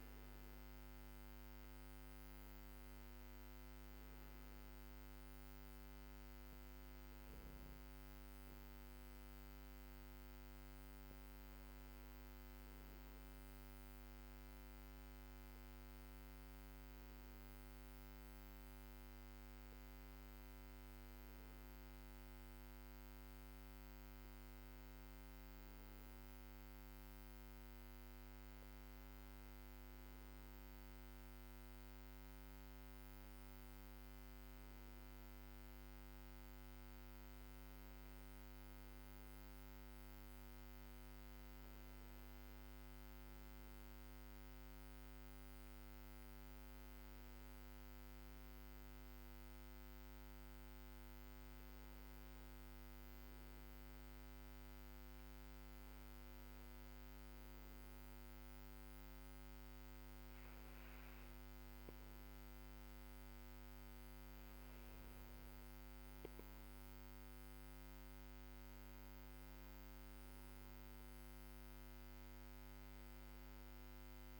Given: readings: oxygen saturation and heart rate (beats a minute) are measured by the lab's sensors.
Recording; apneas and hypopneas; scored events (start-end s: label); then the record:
a person awake in a sleep study, hard to hear, by a microphone on the trachea; none
none scored
From the record:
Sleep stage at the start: awake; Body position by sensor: on the back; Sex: male